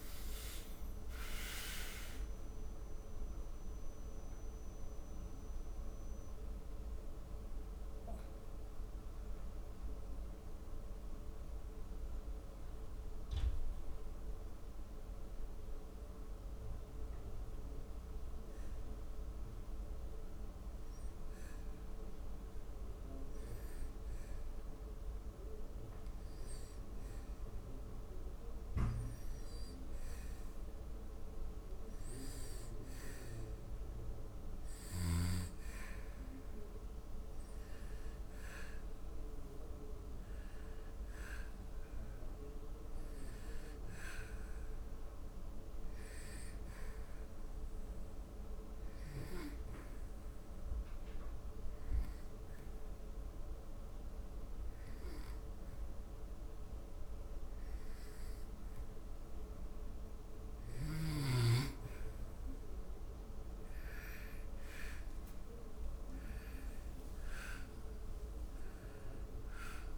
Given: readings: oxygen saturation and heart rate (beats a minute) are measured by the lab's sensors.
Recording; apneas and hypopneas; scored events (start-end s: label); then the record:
breathing in sleep by a room microphone; 2
14.50-29.50 s: hypopnea (oxygen 98% before, 89% lowest, heart rate 106 before, 72 extreme, up 0 after)
18.00-69.97 s: new sleep stage, N2 (light sleep)
32.00-36.00 s: arousal
34.00-56.00 s: oxygen desaturation (device-marked, oxygen 97% before, 91% lowest, heart rate 76 before, 73 extreme)
48.00-61.00 s: obstructive apnea (oxygen 97% before, 89% lowest, heart rate 73 before, 73 extreme, up 6 after)
63.50-67.50 s: arousal
68.00-69.97 s: oxygen desaturation (device-marked, oxygen 95% before, 89% lowest, heart rate 74 before, 80 extreme)
From the record:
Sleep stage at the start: N1 (lightest sleep); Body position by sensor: on the back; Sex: male